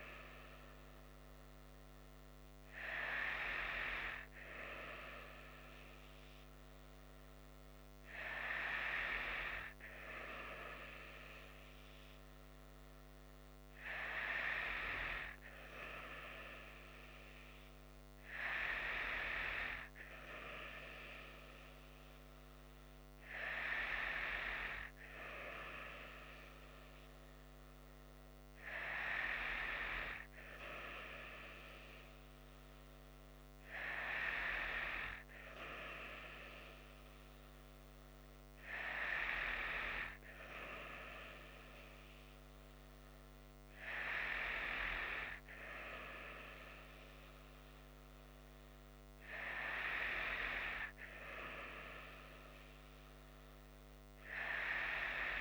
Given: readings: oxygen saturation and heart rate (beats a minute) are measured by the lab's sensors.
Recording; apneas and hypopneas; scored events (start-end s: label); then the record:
breathing in sleep by a microphone on the trachea; none
none scored
From the record:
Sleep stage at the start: N2 (light sleep); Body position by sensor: on the right side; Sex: female